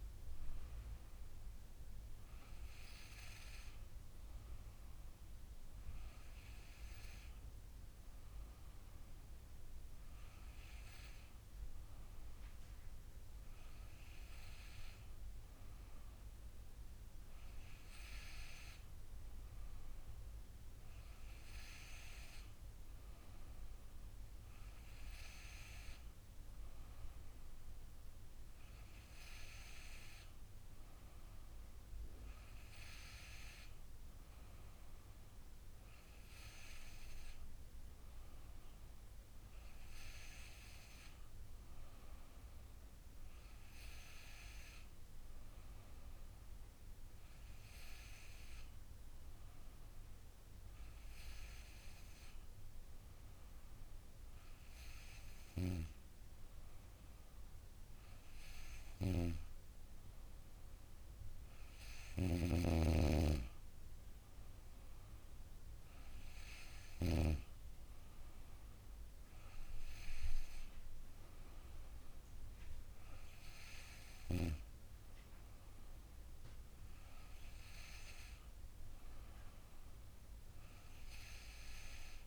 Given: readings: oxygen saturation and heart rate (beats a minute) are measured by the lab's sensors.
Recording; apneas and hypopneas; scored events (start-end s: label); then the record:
breathing in sleep by a room microphone; none
none scored
From the record:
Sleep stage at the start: N2 (light sleep); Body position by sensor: on the back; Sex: female